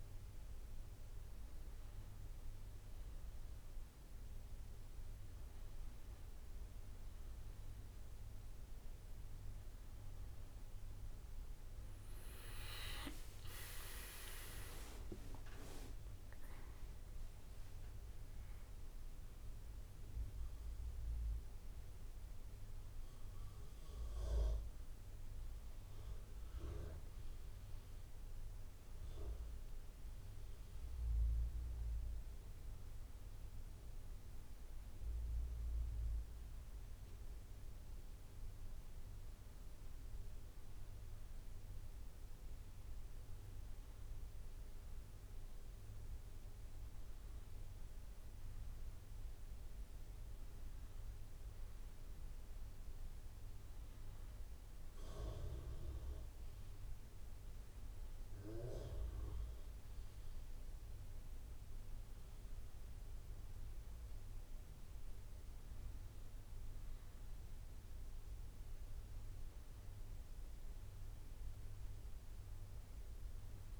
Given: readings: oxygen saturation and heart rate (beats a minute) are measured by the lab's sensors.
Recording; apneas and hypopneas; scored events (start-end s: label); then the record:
breathing in sleep by a room microphone; none
12.50-16.00 s: arousal
13.50-25.50 s: drop in pulse transit time (device-marked, heart rate 64 before, 58 extreme)
37.50-47.50 s: oxygen desaturation (device-marked, oxygen 99% before, 95% lowest, heart rate 61 before, 59 extreme)
From the record:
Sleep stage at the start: N1 (lightest sleep); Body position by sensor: on the back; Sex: male